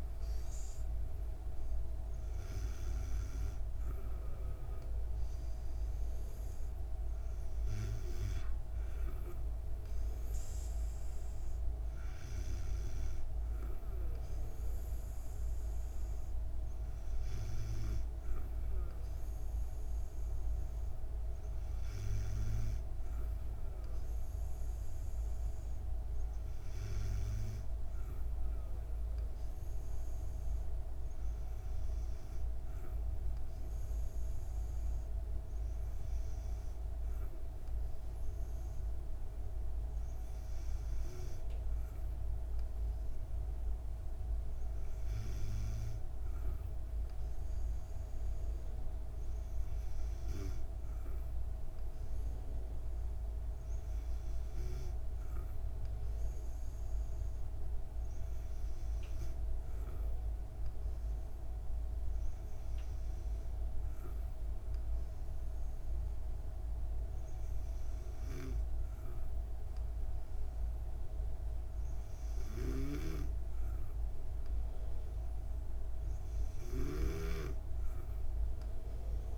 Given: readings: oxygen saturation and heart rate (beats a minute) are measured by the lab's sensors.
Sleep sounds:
breathing in sleep, hard to hear, by a room microphone; none
none scored
From the record:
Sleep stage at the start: N2 (light sleep); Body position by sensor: on the back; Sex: female

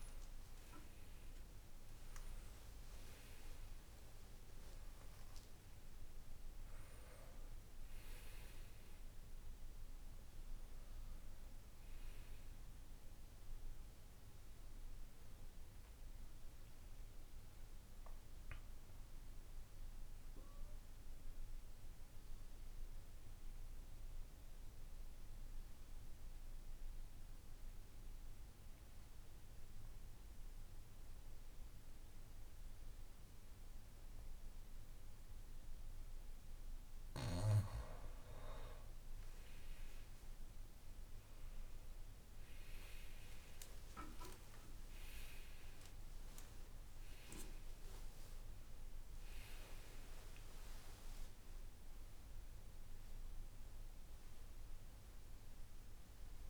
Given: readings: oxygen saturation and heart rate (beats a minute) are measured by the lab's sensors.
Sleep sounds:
breathing in sleep by a room microphone; 1
0.00-3.00 s: tachycardia (device-marked, heart rate 194 extreme)
0.00-23.00 s: oxygen desaturation (device-marked, oxygen 86% lowest, heart rate 52 extreme)
1.50-3.50 s: long interval between heartbeats (device-marked, heart rate 106 before, 173 extreme)
18.00-36.00 s: mixed apnea (oxygen 91% before, 86% lowest, heart rate 111 before, 52 extreme, up 17 after)
38.50-43.00 s: arousal
43.00-52.00 s: tachycardia (device-marked, heart rate 60 before, 149 extreme)
44.00-46.00 s: long interval between heartbeats (device-marked, heart rate 55 before, 85 extreme)
46.00-48.00 s: long interval between heartbeats (device-marked, heart rate 58 before, 130 extreme)
47.00-56.50 s: oxygen desaturation (device-marked, oxygen 98% before, 93% lowest, heart rate 62 before, 54 extreme)
49.00-51.00 s: long interval between heartbeats (device-marked, heart rate 70 before, 132 extreme)
51.00-53.00 s: long interval between heartbeats (device-marked, heart rate 79 before, 126 extreme)
From the record:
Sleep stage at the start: N2 (light sleep); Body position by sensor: on the back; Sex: male

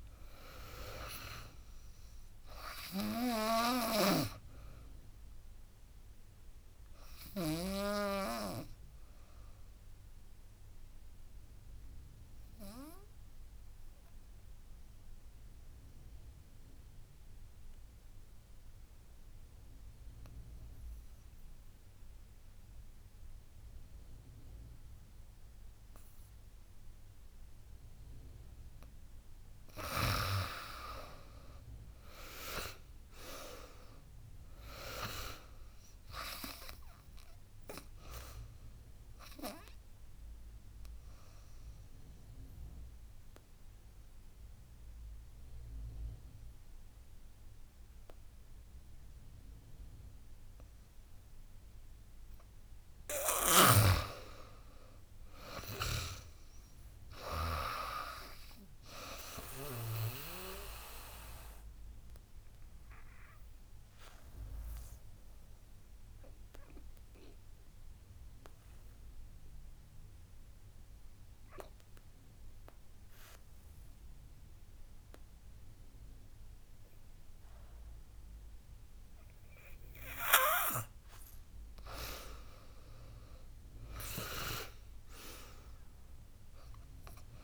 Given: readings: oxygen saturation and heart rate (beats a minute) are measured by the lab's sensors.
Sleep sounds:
breathing in sleep by a room microphone; 3
0.00-8.00 s: drop in pulse transit time (device-marked, heart rate 80 extreme)
0.00-19.00 s: oxygen desaturation (device-marked, oxygen 91% lowest, heart rate 70 extreme)
3.50-7.50 s: snoring (device-marked)
6.50-28.00 s: obstructive apnea (oxygen 99% before, 88% lowest, heart rate 82 before, 70 extreme, up 13 after)
28.00-54.00 s: oxygen desaturation (device-marked, oxygen 99% before, 88% lowest, heart rate 74 before, 69 extreme)
30.00-33.50 s: arousal
31.00-43.00 s: drop in pulse transit time (device-marked, heart rate 74 before, 78 extreme)
39.00-51.50 s: obstructive apnea (oxygen 99% before, 88% lowest, heart rate 78 before, 69 extreme, up 8 after)
54.00-58.00 s: arousal
55.50-60.00 s: snoring (device-marked)
56.00-66.00 s: drop in pulse transit time (device-marked, heart rate 81 before, 73 extreme)
60.50-80.00 s: obstructive apnea (oxygen 98% before, 88% lowest, heart rate 80 before, 68 extreme, up 16 after)
81.50-84.50 s: arousal
84.00-87.44 s: drop in pulse transit time (device-marked, heart rate 74 before, 74 extreme)
84.00-87.44 s: oxygen desaturation (device-marked, oxygen 98% before, 92% lowest, heart rate 74 before, 68 extreme)
From the record:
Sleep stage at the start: N2 (light sleep); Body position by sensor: on the back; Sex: female

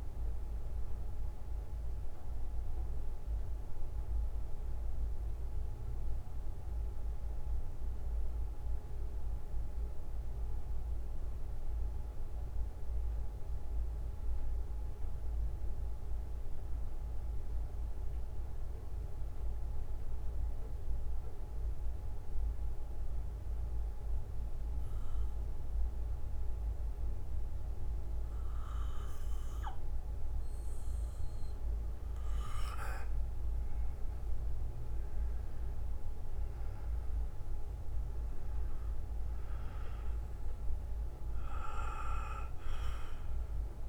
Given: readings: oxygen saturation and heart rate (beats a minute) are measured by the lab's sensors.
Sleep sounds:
breathing in sleep, hard to hear, by a room microphone; 1
0.00-19.00 s: bradycardia (device-marked, heart rate 49 extreme)
1.00-31.50 s: mixed apnea (oxygen 98% before, 89% lowest, heart rate 58 before, 49 extreme, up 11 after)
15.00-22.00 s: oxygen desaturation (device-marked, oxygen 96% before, 89% lowest, heart rate 55 before, 58 extreme)
34.50-38.50 s: arousal
41.00-43.89 s: oxygen desaturation (device-marked, oxygen 98% before, 93% lowest, heart rate 63 before, 53 extreme)
42.00-43.89 s: bradycardia (device-marked, heart rate 59 before, 54 extreme)
From the record:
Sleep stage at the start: N2 (light sleep); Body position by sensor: on the back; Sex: male

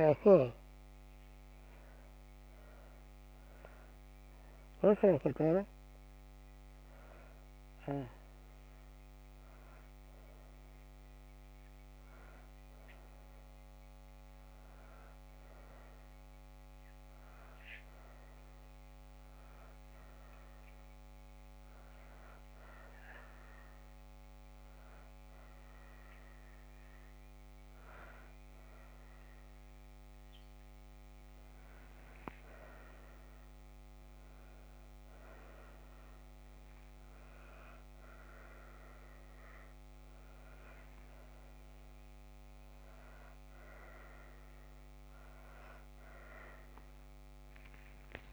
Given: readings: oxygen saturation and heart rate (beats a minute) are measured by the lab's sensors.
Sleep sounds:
a person awake in a sleep study, by a microphone on the trachea; none
none scored
From the record:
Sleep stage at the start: awake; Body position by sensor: on the back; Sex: female

